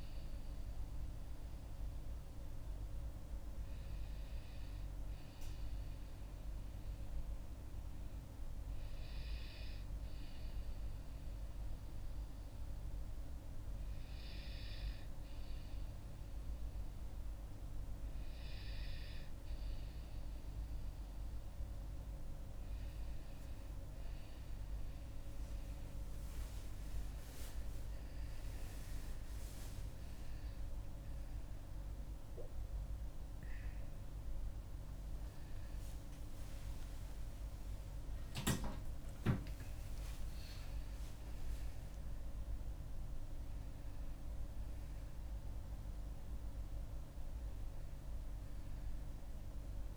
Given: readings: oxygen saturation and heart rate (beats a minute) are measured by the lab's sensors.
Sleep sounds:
a person awake in a sleep study, hard to hear, by a room microphone; none
16.00-46.00 s: new sleep stage, awake
46.00-49.97 s: new sleep stage, N1 (lightest sleep)
From the record:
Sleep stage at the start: N2 (light sleep); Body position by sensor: on the back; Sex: female

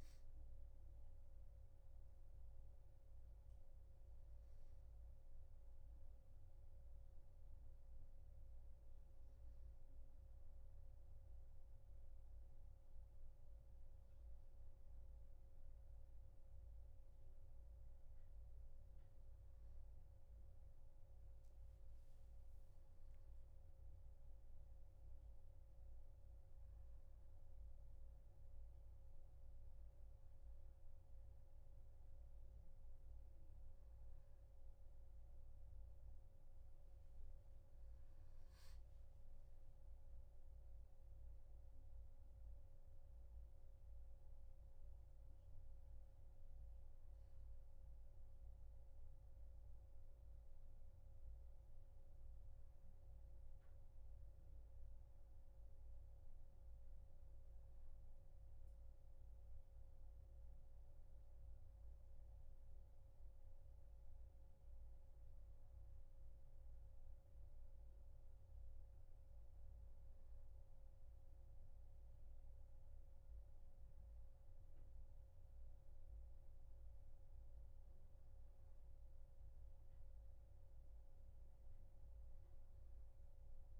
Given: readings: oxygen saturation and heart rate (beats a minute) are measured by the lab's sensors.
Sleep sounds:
a person awake in a sleep study, hard to hear, by a room microphone; none
none scored
From the record:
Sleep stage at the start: awake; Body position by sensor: on the back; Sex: male

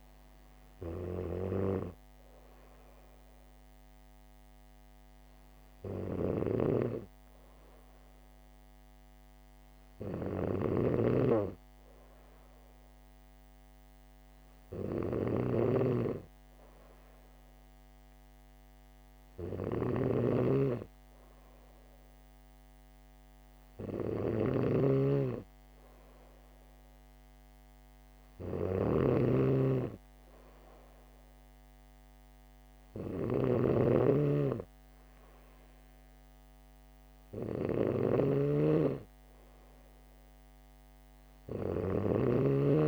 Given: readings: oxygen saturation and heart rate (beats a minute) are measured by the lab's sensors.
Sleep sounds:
breathing in sleep by a microphone on the trachea; none
6.50-42.88 s: snoring (device-marked)
From the record:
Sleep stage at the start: N3 (deep sleep); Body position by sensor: on the back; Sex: female

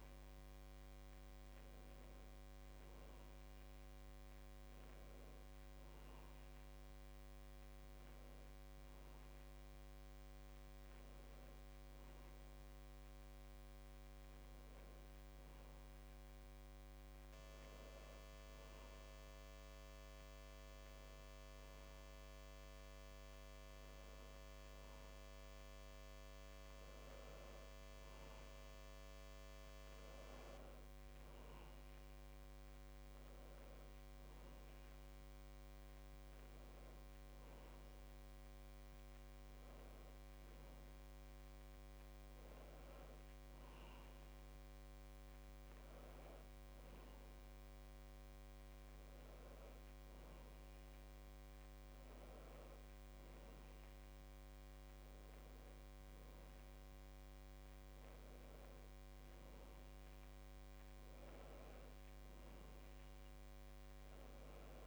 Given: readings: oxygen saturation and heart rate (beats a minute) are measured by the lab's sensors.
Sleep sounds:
breathing in sleep, hard to hear, by a microphone on the trachea; none
31.50-64.87 s: new sleep stage, N2 (light sleep)
From the record:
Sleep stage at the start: N1 (lightest sleep); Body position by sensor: on the back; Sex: female

